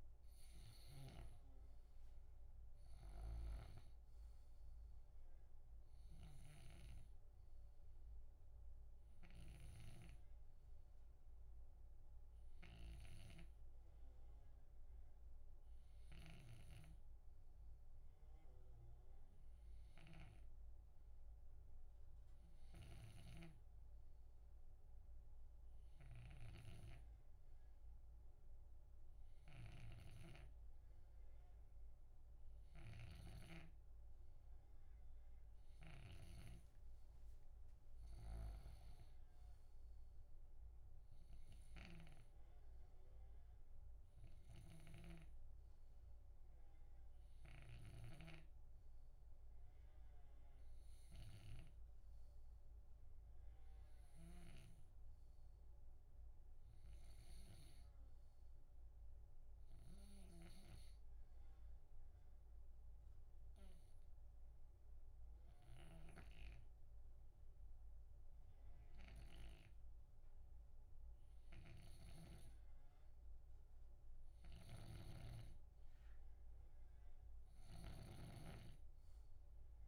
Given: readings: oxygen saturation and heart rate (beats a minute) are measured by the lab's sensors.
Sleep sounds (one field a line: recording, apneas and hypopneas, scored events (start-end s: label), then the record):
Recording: breathing in sleep by a room microphone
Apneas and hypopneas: 1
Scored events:
0.00-1.00 s: snoring (device-marked)
3.00-20.50 s: snoring (device-marked)
22.50-36.00 s: snoring (device-marked)
38.00-69.50 s: snoring (device-marked)
61.00-72.00 s: hypopnea (oxygen 93% before, 88% lowest, heart rate 68 before, 64 extreme, up 7 after)
71.50-79.88 s: snoring (device-marked)
From the record:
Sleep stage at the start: N2 (light sleep)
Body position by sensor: on the left side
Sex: male